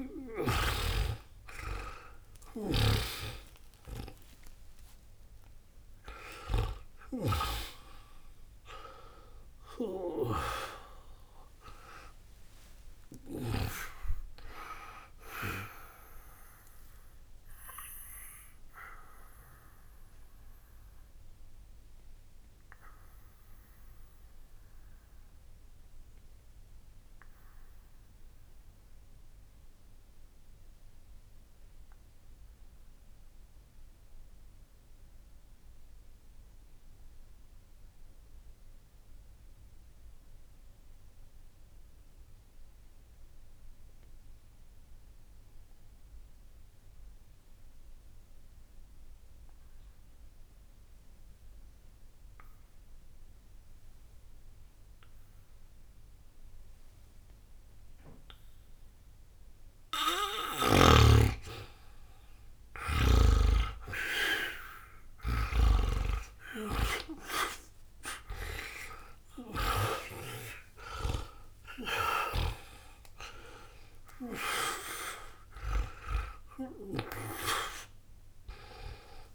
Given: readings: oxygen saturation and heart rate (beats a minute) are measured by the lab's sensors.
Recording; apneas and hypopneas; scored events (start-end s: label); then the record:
breathing in sleep by a room microphone; 1
0.00-41.50 s: oxygen desaturation (device-marked, oxygen 76% lowest, heart rate 59 extreme)
17.50-60.00 s: obstructive apnea (oxygen 94% before, 76% lowest, heart rate 65 before, 59 extreme, up 4 after)
56.50-79.35 s: oxygen desaturation (device-marked, oxygen 98% before, 77% lowest, heart rate 60 before, 60 extreme)
60.50-65.50 s: snoring (device-marked)
65.50-71.00 s: arousal
From the record:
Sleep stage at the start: N2 (light sleep); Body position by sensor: on the back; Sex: male